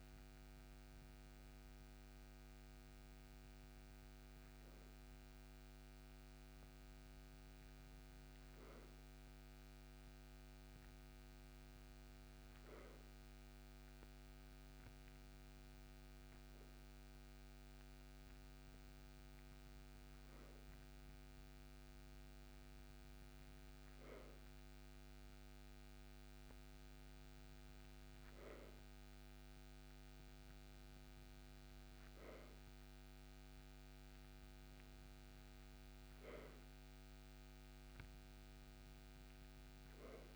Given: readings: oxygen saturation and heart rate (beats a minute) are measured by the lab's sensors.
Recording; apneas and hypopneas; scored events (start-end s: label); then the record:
breathing in sleep, hard to hear, by a microphone on the trachea; none
none scored
From the record:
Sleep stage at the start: N2 (light sleep); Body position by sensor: on the right side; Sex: male